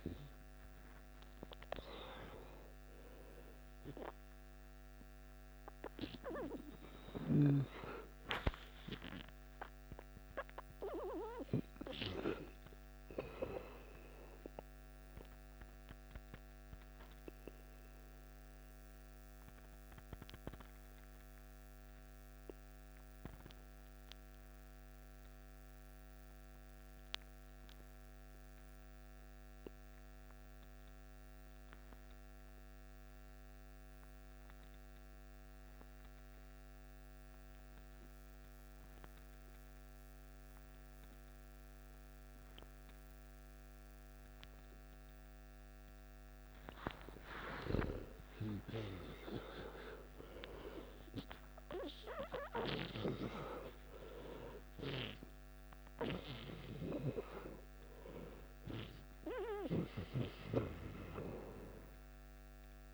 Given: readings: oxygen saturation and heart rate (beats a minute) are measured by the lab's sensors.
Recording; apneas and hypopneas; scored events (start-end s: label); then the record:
breathing in sleep by a microphone on the trachea; 1
0.00-2.00 s: arousal
0.00-22.50 s: oxygen desaturation (device-marked, oxygen 90% lowest, heart rate 53 extreme)
15.00-45.50 s: obstructive apnea (oxygen 96% before, 90% lowest, heart rate 62 before, 53 extreme, up 12 after)
42.50-59.50 s: oxygen desaturation (device-marked, oxygen 97% before, 92% lowest, heart rate 54 before, 53 extreme)
47.00-51.50 s: arousal
From the record:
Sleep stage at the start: N2 (light sleep); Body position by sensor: on the back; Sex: male